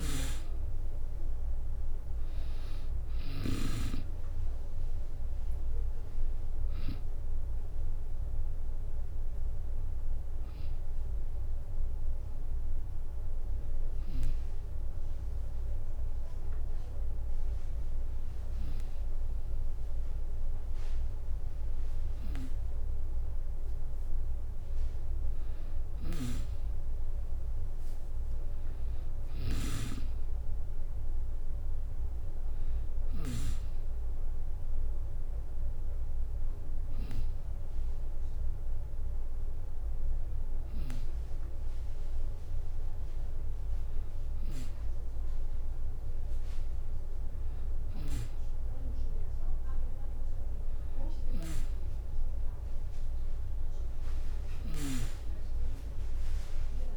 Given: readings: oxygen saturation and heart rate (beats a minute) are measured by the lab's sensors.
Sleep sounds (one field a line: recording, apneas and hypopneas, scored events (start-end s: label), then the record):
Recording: breathing in sleep by a room microphone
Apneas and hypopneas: none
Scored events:
0.00-3.50 s: snoring (device-marked)
25.50-29.50 s: snoring (device-marked)
28.50-45.50 s: oxygen desaturation (device-marked, oxygen 97% before, 93% lowest, heart rate 67 before, 65 extreme)
34.50-36.50 s: long interval between heartbeats (device-marked, heart rate 69 before, 85 extreme)
From the record:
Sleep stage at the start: N2 (light sleep)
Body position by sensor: on the back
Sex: female